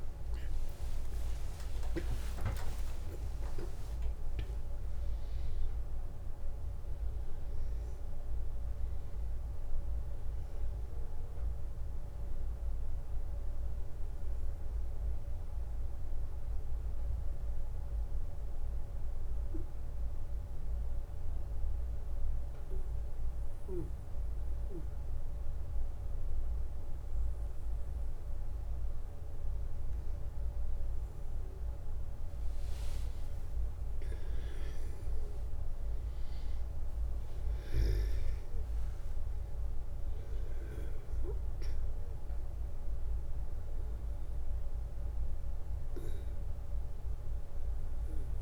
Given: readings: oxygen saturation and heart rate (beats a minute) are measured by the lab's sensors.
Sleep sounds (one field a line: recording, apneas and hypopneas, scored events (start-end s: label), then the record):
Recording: a person partly awake in a sleep study, hard to hear, by a room microphone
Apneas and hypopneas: 1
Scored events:
16.50-28.50 s: mixed apnea (oxygen 97% before, 92% lowest, heart rate 78 before, 57 extreme, up 8 after)
27.00-48.42 s: new sleep stage, awake
36.00-48.42 s: oxygen desaturation (device-marked, oxygen 96% before, 92% lowest, heart rate 63 before, 63 extreme)
From the record:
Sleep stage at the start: N1 (lightest sleep)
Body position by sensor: on the back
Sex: male